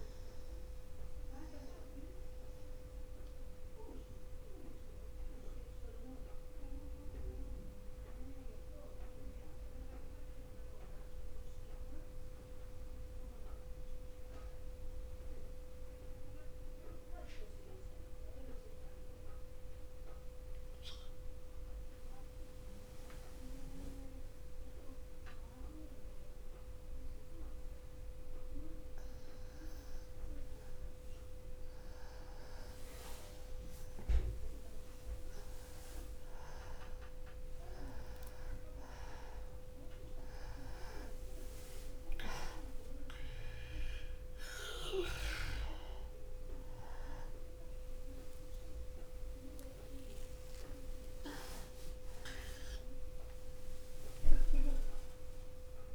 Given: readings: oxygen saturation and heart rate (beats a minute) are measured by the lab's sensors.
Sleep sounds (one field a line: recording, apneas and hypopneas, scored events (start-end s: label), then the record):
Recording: breathing in sleep by a room microphone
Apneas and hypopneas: 1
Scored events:
0.00-29.50 s: oxygen desaturation (device-marked, oxygen 85% lowest, heart rate 61 extreme)
2.50-32.00 s: mixed apnea (oxygen 97% before, 85% lowest, heart rate 61 before, 61 extreme, up 8 after)
27.50-55.95 s: new sleep stage, N1 (lightest sleep)
33.50-38.00 s: arousal
43.50-55.95 s: oxygen desaturation (device-marked, oxygen 98% before, 86% lowest, heart rate 63 before, 61 extreme)
From the record:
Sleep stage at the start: N2 (light sleep)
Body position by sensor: on the back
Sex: male